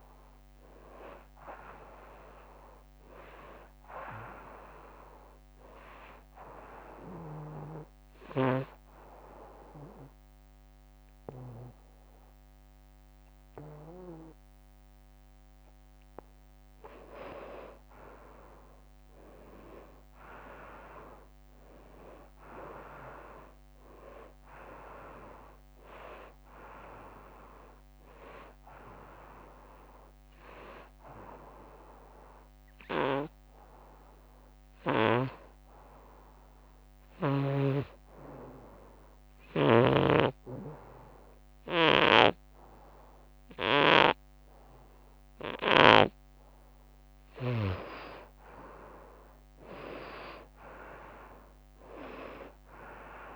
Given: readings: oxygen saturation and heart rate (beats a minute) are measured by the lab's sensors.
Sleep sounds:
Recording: breathing in sleep by a microphone on the trachea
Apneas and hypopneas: 2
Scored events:
0.00-3.00 s: oxygen desaturation (device-marked, oxygen 83% lowest, heart rate 72 extreme)
6.00-17.00 s: obstructive apnea (oxygen 94% before, 85% lowest, heart rate 92 before, 72 extreme, up 4 after)
19.50-22.50 s: arousal
25.00-40.00 s: oxygen desaturation (device-marked, oxygen 98% before, 87% lowest, heart rate 84 before, 82 extreme)
37.50-48.50 s: obstructive apnea (oxygen 98% before, 88% lowest, heart rate 86 before, 82 extreme, up 13 after)
39.50-47.50 s: snoring (device-marked)
50.00-53.36 s: arousal
52.00-53.36 s: oxygen desaturation (device-marked, oxygen 96% before, 88% lowest, heart rate 85 before, 78 extreme)
From the record:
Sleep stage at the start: N2 (light sleep)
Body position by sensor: on the front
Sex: female

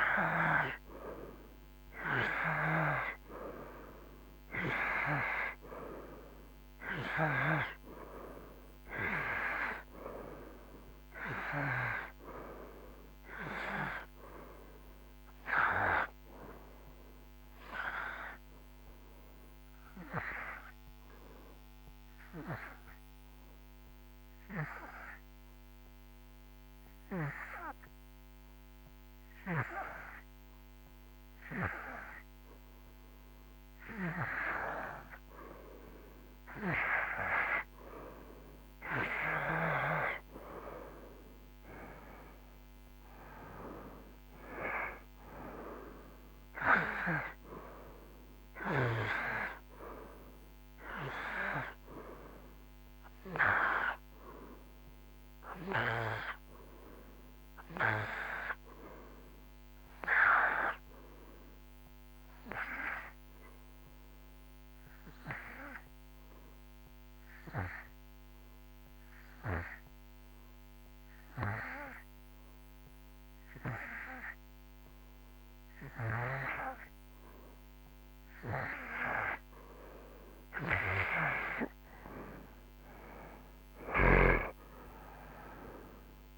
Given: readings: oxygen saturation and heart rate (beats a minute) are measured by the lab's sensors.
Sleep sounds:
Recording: breathing in sleep by a microphone on the trachea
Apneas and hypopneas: 2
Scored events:
0.00-1.00 s: arousal
4.50-36.50 s: oxygen desaturation (device-marked, oxygen 96% before, 88% lowest)
21.00-33.00 s: obstructive apnea (oxygen 96% before, 88% lowest)
37.50-42.00 s: arousal
59.50-75.50 s: oxygen desaturation (device-marked, oxygen 94% before, 89% lowest)
63.50-77.50 s: obstructive apnea (oxygen 94% before, 88% lowest)
From the record:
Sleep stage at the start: N2 (light sleep)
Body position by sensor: on the right side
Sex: male

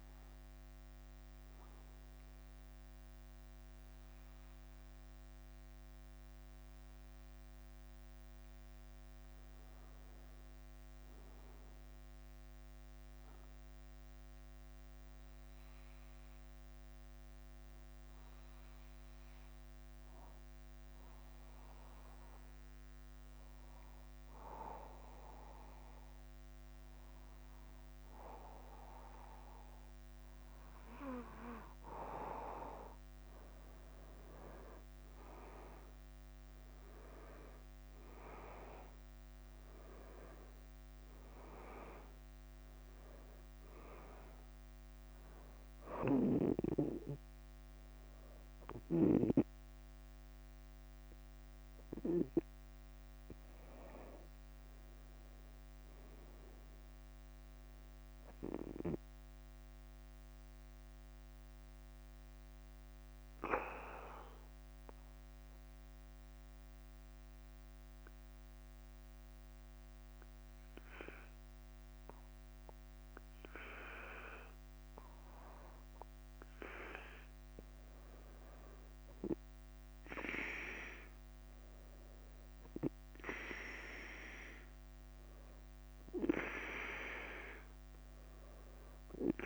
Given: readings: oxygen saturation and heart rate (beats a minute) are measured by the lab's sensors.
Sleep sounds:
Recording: breathing in sleep by a microphone on the trachea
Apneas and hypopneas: 2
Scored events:
0.00-51.00 s: bradycardia (device-marked, heart rate 43 extreme)
9.50-12.50 s: arousal
14.50-32.00 s: obstructive apnea (oxygen 97% before, 93% lowest, heart rate 52 before, 50 extreme, up 5 after)
34.50-38.50 s: arousal
53.00-89.46 s: bradycardia (device-marked, heart rate 52 before, 46 extreme)
54.00-56.00 s: long interval between heartbeats (device-marked, heart rate 54 before, 60 extreme)
58.50-73.00 s: obstructive apnea (oxygen 99% before, 93% lowest, heart rate 56 before, 46 extreme)
59.00-77.00 s: oxygen desaturation (device-marked, oxygen 97% before, 93% lowest, heart rate 56 before, 46 extreme)
77.50-81.50 s: arousal
From the record:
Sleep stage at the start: N2 (light sleep)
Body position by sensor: on the back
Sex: male

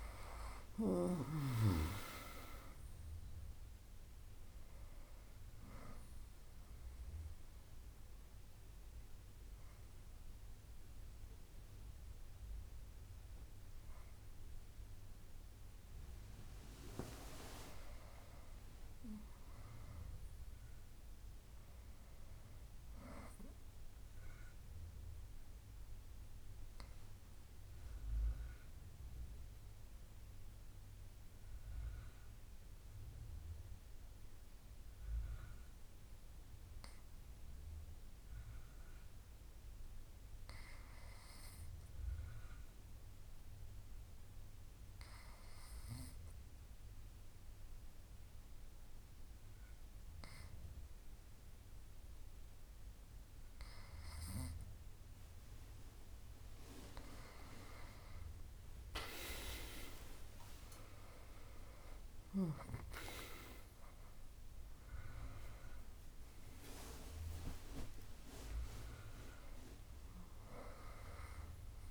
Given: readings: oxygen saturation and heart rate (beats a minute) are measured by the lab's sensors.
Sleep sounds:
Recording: breathing in sleep by a room microphone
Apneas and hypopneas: 2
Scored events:
0.00-1.50 s: arousal
6.00-16.50 s: obstructive apnea (oxygen 98% before, 95% lowest, heart rate 81 before, 64 extreme, up 9 after)
19.50-22.50 s: arousal
25.50-53.50 s: obstructive apnea (oxygen 98% before, 95% lowest, heart rate 70 before, 67 extreme, up 44 after)
53.50-71.50 s: oxygen desaturation (device-marked, oxygen 98% before, 95% lowest, heart rate 68 before, 66 extreme)
58.00-62.50 s: arousal
From the record:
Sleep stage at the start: N2 (light sleep)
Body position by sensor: on the back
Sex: female

